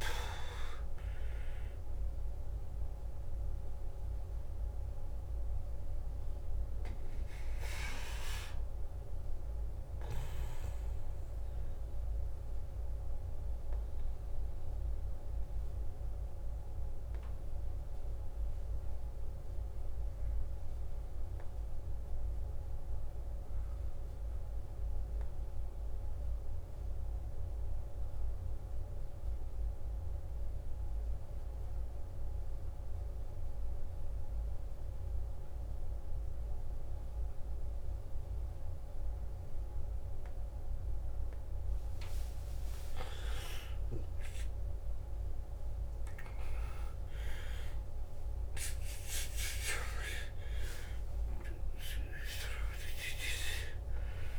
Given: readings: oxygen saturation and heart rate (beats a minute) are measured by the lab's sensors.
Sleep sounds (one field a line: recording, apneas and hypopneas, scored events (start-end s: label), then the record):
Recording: breathing in sleep by a room microphone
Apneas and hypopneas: 1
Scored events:
0.00-24.00 s: oxygen desaturation (device-marked, oxygen 89% lowest, heart rate 53 extreme)
13.00-42.00 s: obstructive apnea (oxygen 96% before, 89% lowest, heart rate 63 before, 53 extreme, up 12 after)
41.00-54.39 s: oxygen desaturation (device-marked, oxygen 98% before, 90% lowest, heart rate 55 before, 52 extreme)
42.50-47.00 s: arousal
From the record:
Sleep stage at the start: N2 (light sleep)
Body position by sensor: on the back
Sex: male